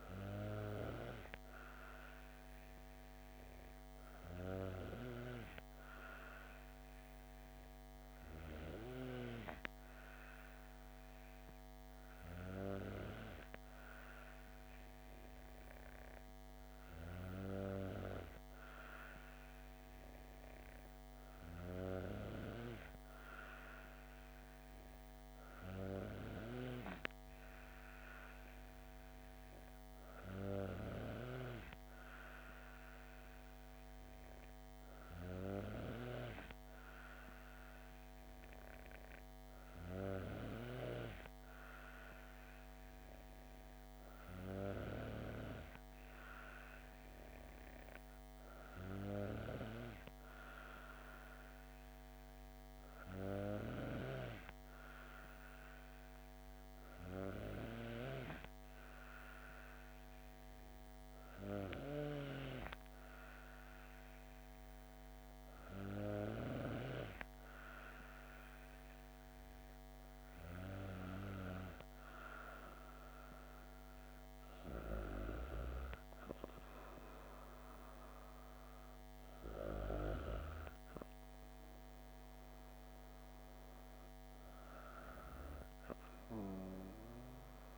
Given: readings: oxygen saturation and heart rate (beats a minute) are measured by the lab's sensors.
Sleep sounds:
breathing in sleep by a microphone on the trachea; none
30.50-36.00 s: snoring (device-marked)
53.50-66.50 s: snoring (device-marked)
From the record:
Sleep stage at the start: N2 (light sleep); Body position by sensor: on the back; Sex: female

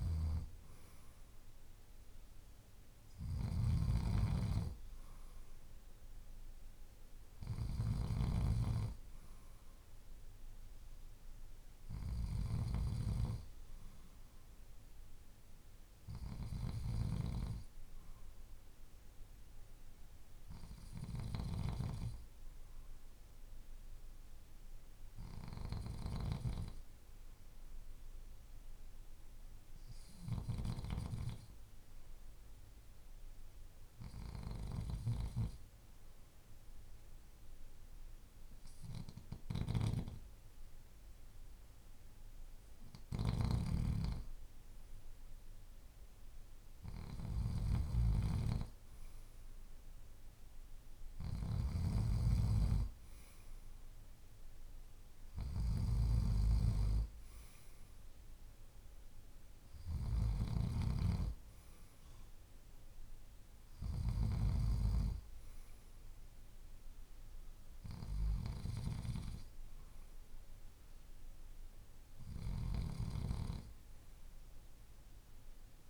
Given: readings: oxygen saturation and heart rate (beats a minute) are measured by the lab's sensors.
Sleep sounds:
breathing in sleep by a room microphone; 1
21.00-25.00 s: arousal
30.00-43.00 s: hypopnea (oxygen 95% before, 93% lowest, heart rate 50 before, 50 extreme, up 0 after)
43.00-60.50 s: snoring (device-marked)
46.50-50.50 s: arousal
73.50-75.90 s: arousal
From the record:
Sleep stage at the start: N2 (light sleep); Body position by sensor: on the left side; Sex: male

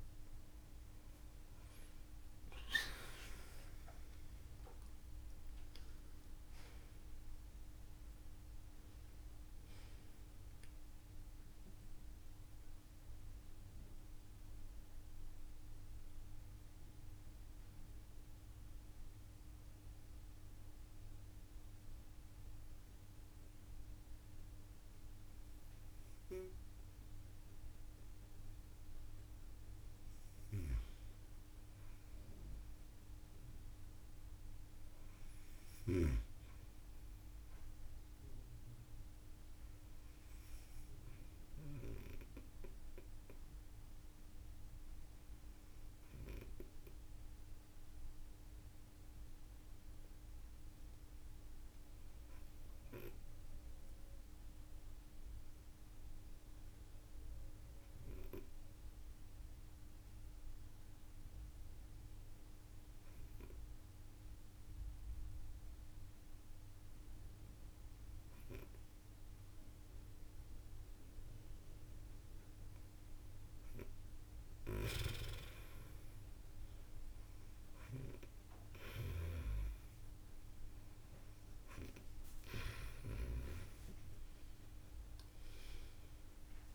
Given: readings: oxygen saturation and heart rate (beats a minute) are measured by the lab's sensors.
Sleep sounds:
breathing in sleep by a room microphone; 2
1.50-8.00 s: arousal
6.50-8.50 s: long interval between heartbeats (device-marked)
9.00-11.00 s: long interval between heartbeats (device-marked)
11.50-29.50 s: mixed apnea (oxygen 95% before, 93% lowest)
32.50-37.00 s: arousal
45.00-70.00 s: hypopnea (oxygen 97% before, 93% lowest)
74.00-79.00 s: snoring (device-marked)
74.50-79.00 s: arousal
77.50-79.50 s: long interval between heartbeats (device-marked)
From the record:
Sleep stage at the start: N2 (light sleep); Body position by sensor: on the right side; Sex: female

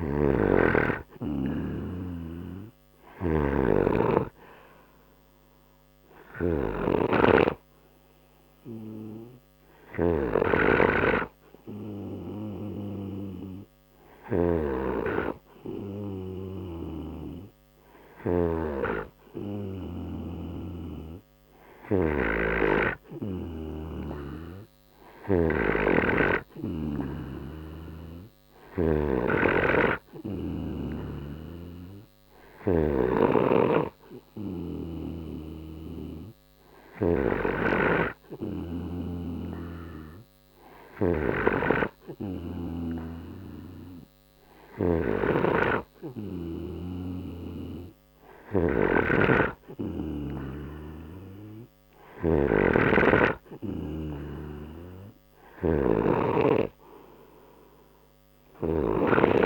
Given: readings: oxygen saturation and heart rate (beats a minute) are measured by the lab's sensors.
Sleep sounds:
breathing in sleep by a microphone on the trachea; none
0.00-3.00 s: snoring (device-marked)
24.50-32.50 s: snoring (device-marked)
48.00-59.46 s: snoring (device-marked)
From the record:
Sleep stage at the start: N2 (light sleep); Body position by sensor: on the right side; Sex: male

